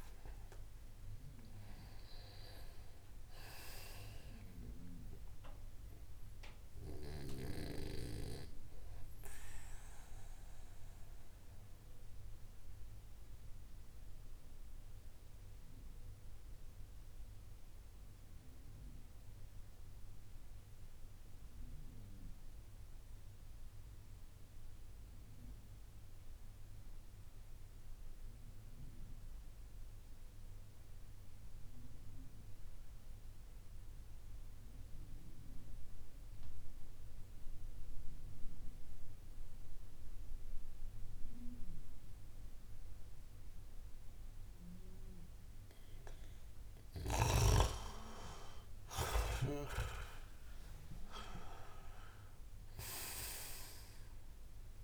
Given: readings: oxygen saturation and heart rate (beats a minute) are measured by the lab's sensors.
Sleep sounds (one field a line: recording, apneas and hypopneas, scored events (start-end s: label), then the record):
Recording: breathing in sleep by a room microphone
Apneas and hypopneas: 1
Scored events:
0.00-4.00 s: oxygen desaturation (device-marked, oxygen 90% lowest)
8.50-46.50 s: mixed apnea (oxygen 97% before, 88% lowest)
13.00-23.00 s: oxygen desaturation (device-marked, oxygen 91% before, 88% lowest)
39.00-54.84 s: oxygen desaturation (device-marked, oxygen 98% before, 89% lowest)
47.50-52.50 s: arousal
From the record:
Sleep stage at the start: N2 (light sleep)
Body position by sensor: on the back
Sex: male